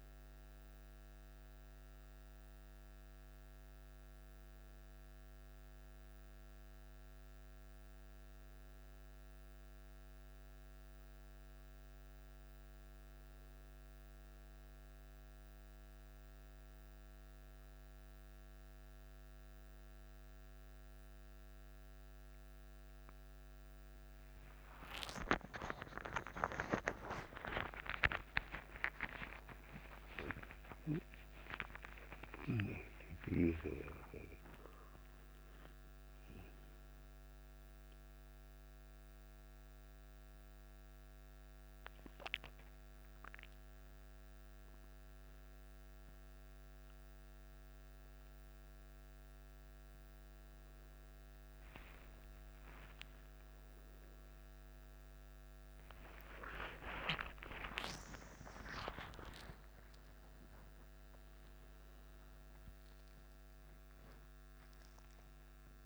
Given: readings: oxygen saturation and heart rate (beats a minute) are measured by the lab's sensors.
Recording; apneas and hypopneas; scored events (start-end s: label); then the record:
a person awake in a sleep study, by a microphone on the trachea; none
18.50-65.86 s: new sleep stage, awake
From the record:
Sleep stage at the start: N1 (lightest sleep); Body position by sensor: on the back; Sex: male